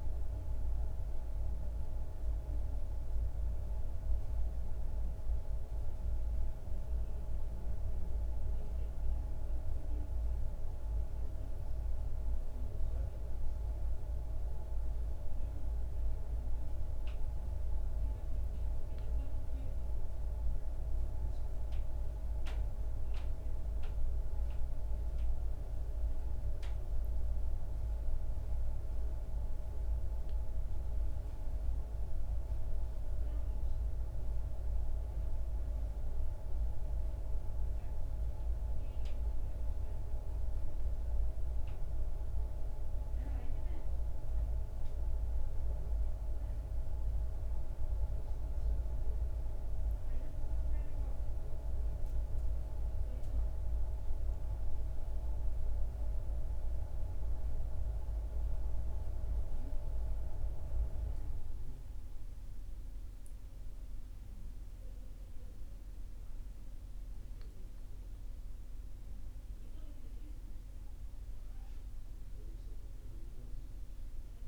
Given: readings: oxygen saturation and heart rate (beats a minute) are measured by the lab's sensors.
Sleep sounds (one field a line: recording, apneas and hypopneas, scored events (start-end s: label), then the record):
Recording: a person partly awake in a sleep study, by a room microphone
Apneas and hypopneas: none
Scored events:
53.50-74.48 s: new sleep stage, awake
From the record:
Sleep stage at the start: N1 (lightest sleep)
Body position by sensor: on the back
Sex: male